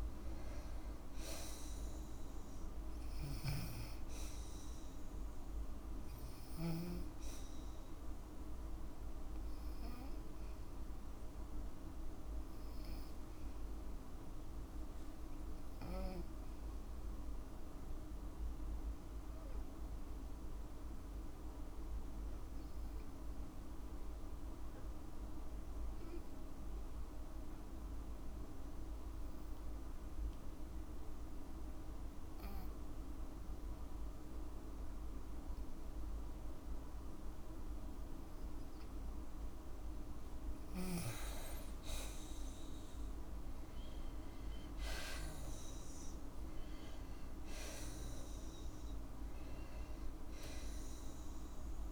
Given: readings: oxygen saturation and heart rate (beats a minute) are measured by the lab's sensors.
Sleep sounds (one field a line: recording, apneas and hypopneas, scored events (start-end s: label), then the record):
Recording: breathing in sleep, hard to hear, by a room microphone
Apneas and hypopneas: 1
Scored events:
16.00-39.50 s: obstructive apnea (oxygen 99% before, 92% lowest, heart rate 57 before, 54 extreme, up 6 after)
23.00-37.00 s: oxygen desaturation (device-marked, oxygen 98% before, 92% lowest, heart rate 56 before, 54 extreme)
42.00-46.00 s: arousal
From the record:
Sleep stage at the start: N2 (light sleep)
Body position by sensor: on the back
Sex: female